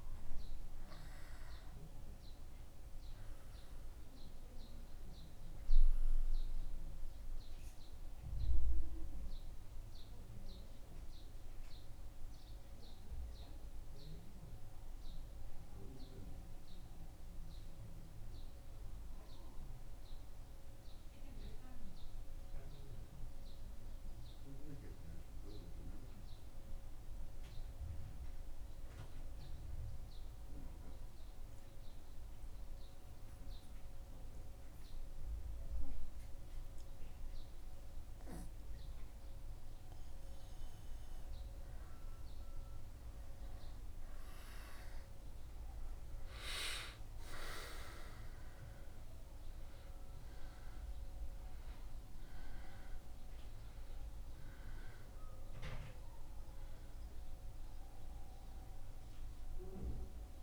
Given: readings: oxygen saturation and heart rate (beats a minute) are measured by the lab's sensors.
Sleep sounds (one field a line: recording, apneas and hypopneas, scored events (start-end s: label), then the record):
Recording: breathing in sleep by a room microphone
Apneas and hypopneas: 1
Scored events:
8.50-41.00 s: mixed apnea (oxygen 96% before, 92% lowest, heart rate 76 before, 74 extreme, up 4 after)
42.50-47.00 s: arousal
From the record:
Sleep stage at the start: N2 (light sleep)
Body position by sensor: on the back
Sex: male